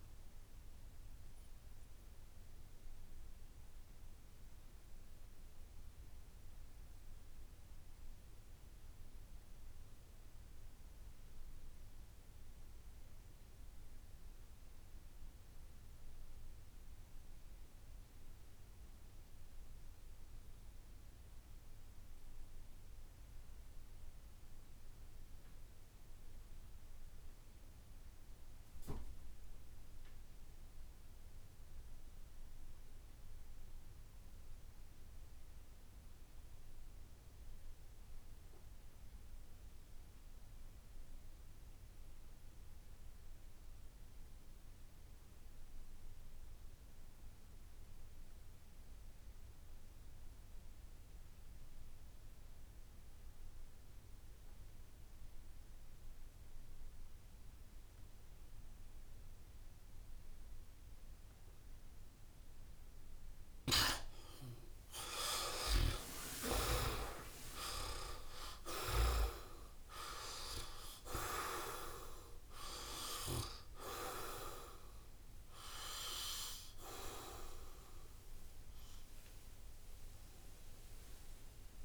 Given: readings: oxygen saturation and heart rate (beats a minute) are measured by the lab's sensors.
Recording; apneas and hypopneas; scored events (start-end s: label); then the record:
breathing in sleep by a room microphone; 1
0.00-11.00 s: oxygen desaturation (device-marked, oxygen 76% lowest, heart rate 65 extreme)
2.00-62.00 s: obstructive apnea (oxygen 98% before, 65% lowest, heart rate 77 before, 65 extreme, up 17 after)
22.00-81.85 s: oxygen desaturation (device-marked, oxygen 97% before, 65% lowest, heart rate 67 before, 66 extreme)
35.50-37.50 s: long interval between heartbeats (device-marked, heart rate 68 before, 72 extreme)
65.50-70.50 s: arousal
From the record:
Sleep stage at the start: REM sleep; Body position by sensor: on the back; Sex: male